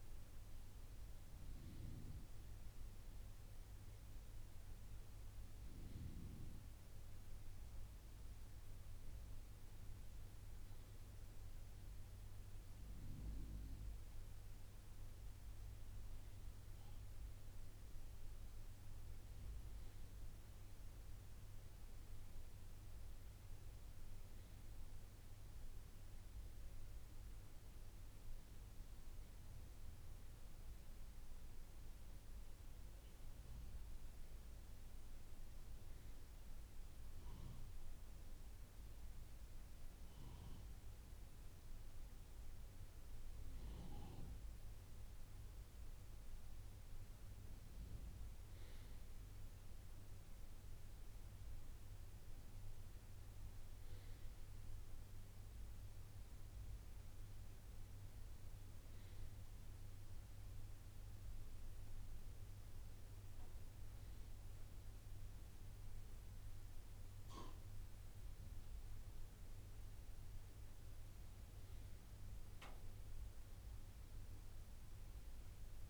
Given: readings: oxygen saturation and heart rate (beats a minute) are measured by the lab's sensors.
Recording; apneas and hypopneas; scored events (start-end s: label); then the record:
breathing in sleep, hard to hear, by a room microphone; none
none scored
From the record:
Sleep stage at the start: N2 (light sleep); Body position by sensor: on the right side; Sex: male